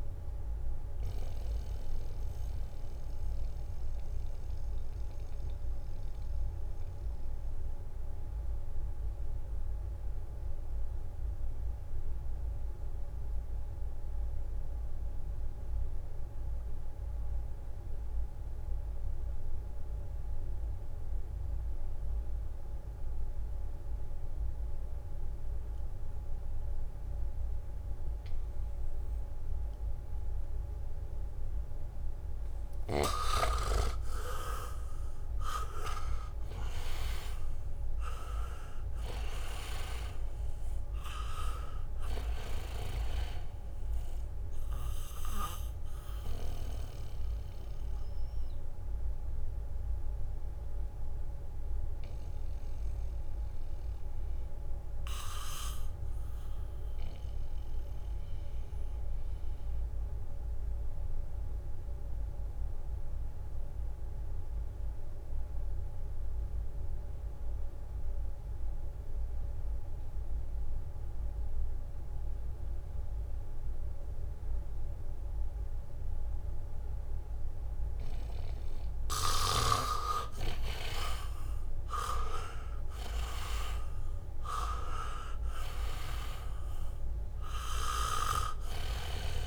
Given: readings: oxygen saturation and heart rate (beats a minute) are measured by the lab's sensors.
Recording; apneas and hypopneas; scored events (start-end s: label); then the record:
breathing in sleep by a room microphone; 2
0.00-23.50 s: oxygen desaturation (device-marked, oxygen 76% lowest, heart rate 62 extreme)
0.50-31.50 s: mixed apnea (oxygen 99% before, 76% lowest, heart rate 65 before, 64 extreme, up 0 after)
25.50-60.50 s: oxygen desaturation (device-marked, oxygen 99% before, 76% lowest, heart rate 71 before, 63 extreme)
34.00-39.50 s: arousal
46.00-77.50 s: mixed apnea (oxygen 99% before, 76% lowest, heart rate 67 before, 63 extreme)
70.50-89.47 s: oxygen desaturation (device-marked, oxygen 99% before, 78% lowest, heart rate 71 before, 63 extreme)
82.00-86.00 s: arousal
From the record:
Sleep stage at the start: N2 (light sleep); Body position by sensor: on the back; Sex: male